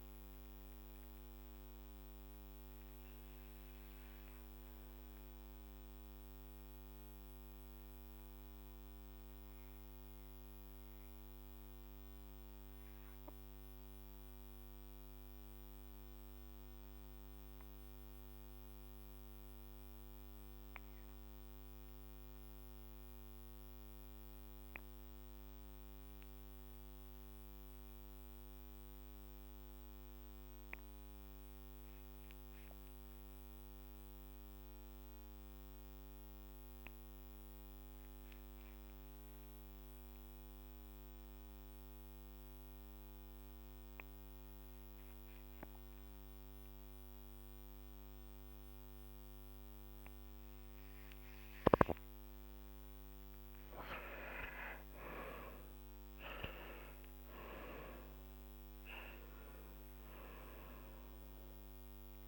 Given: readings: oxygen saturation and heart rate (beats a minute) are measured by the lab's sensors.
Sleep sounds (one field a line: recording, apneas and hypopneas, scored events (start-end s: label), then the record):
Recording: breathing in sleep by a microphone on the trachea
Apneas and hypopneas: 1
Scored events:
1.00-51.00 s: obstructive apnea (oxygen 98% before, 88% lowest, heart rate 52 before, 45 extreme, up 11 after)
32.50-58.50 s: oxygen desaturation (device-marked, oxygen 99% before, 93% lowest, heart rate 48 before, 48 extreme)
52.50-57.50 s: arousal
From the record:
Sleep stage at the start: N2 (light sleep)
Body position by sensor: on the back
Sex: male